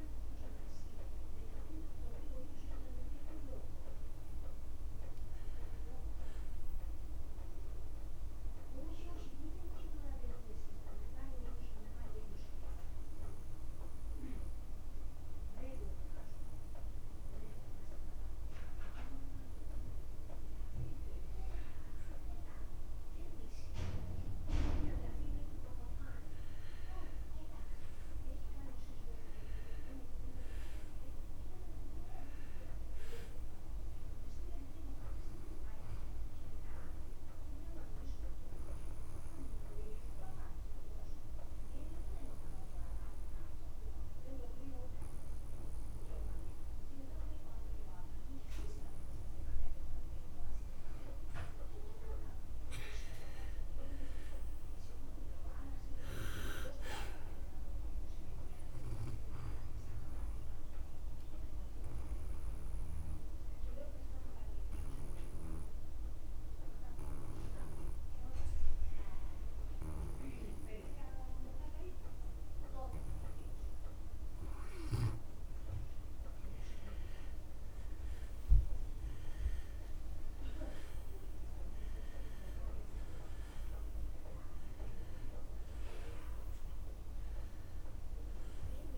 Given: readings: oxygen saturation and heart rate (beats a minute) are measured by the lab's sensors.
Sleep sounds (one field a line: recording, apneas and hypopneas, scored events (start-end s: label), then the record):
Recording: breathing in sleep by a room microphone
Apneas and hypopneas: 3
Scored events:
0.00-15.50 s: oxygen desaturation (device-marked, oxygen 75% lowest)
10.00-21.00 s: obstructive apnea (oxygen 84% before, 79% lowest)
23.50-27.50 s: arousal
35.50-53.50 s: oxygen desaturation (device-marked, oxygen 99% before, 94% lowest)
38.00-50.50 s: obstructive apnea (oxygen 100% before, 89% lowest)
52.50-56.00 s: arousal
60.50-77.50 s: oxygen desaturation (device-marked, oxygen 97% before, 91% lowest)
61.50-75.00 s: obstructive apnea (oxygen 97% before, 89% lowest)
77.50-81.00 s: arousal
83.50-88.98 s: oxygen desaturation (device-marked, oxygen 96% before, 89% lowest)
From the record:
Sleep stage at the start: N2 (light sleep)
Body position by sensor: on the back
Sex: male